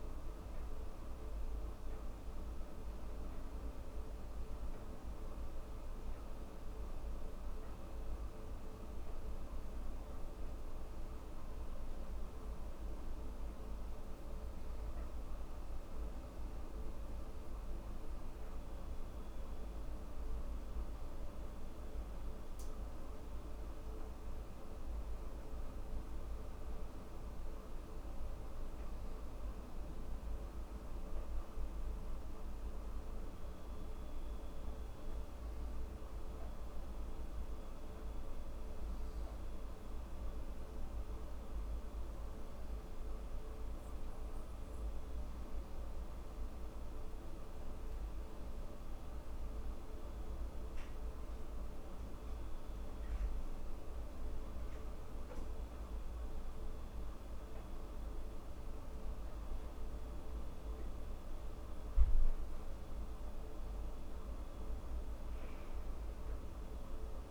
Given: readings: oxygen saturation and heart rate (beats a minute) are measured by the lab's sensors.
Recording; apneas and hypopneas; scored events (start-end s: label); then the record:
breathing in sleep, hard to hear, by a room microphone; none
none scored
From the record:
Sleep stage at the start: N2 (light sleep); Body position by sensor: on the back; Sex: female